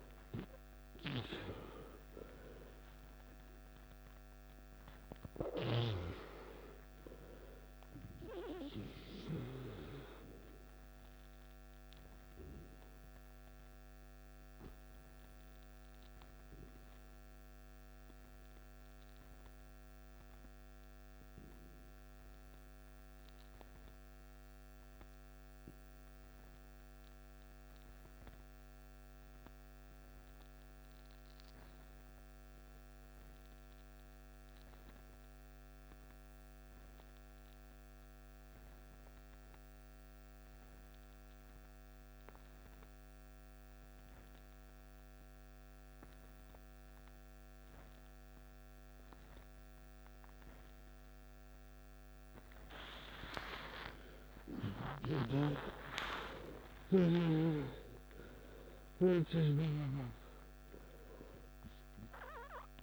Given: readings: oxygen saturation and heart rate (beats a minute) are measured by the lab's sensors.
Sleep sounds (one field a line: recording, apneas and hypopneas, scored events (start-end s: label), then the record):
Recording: breathing in sleep by a microphone on the trachea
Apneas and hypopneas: 1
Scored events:
0.00-1.00 s: arousal
0.00-27.50 s: oxygen desaturation (device-marked, oxygen 89% lowest, heart rate 52 extreme)
18.50-51.50 s: mixed apnea (oxygen 97% before, 87% lowest, heart rate 64 before, 52 extreme, up 12 after)
43.50-62.82 s: oxygen desaturation (device-marked, oxygen 98% before, 87% lowest, heart rate 53 before, 52 extreme)
53.50-57.50 s: arousal
From the record:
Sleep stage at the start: N2 (light sleep)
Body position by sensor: on the back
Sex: male